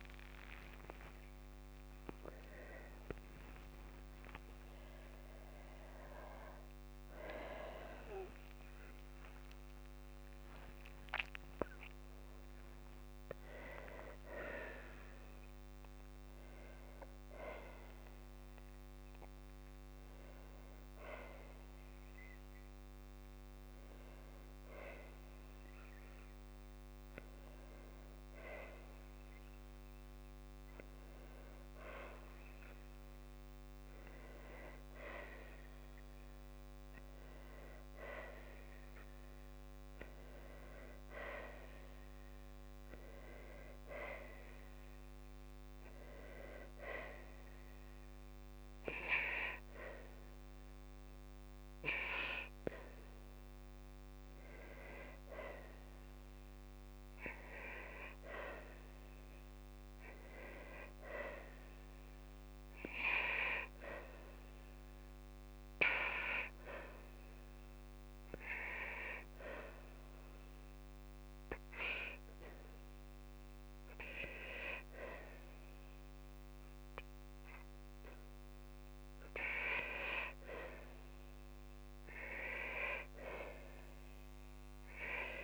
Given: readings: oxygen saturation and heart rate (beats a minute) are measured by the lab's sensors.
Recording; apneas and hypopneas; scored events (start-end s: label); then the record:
a person partly awake in a sleep study, by a microphone on the trachea; none
0.00-1.00 s: long interval between heartbeats (device-marked, heart rate 160 extreme)
0.00-12.50 s: tachycardia (device-marked, heart rate 174 extreme)
4.00-6.00 s: long interval between heartbeats (device-marked, heart rate 104 before, 148 extreme)
7.50-9.50 s: long interval between heartbeats (device-marked, heart rate 121 before, 148 extreme)
11.50-13.50 s: long interval between heartbeats (device-marked, heart rate 137 before, 136 extreme)
29.50-59.50 s: new sleep stage, N1 (lightest sleep)
59.50-85.44 s: new sleep stage, N2 (light sleep)
From the record:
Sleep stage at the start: awake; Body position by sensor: on the back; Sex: female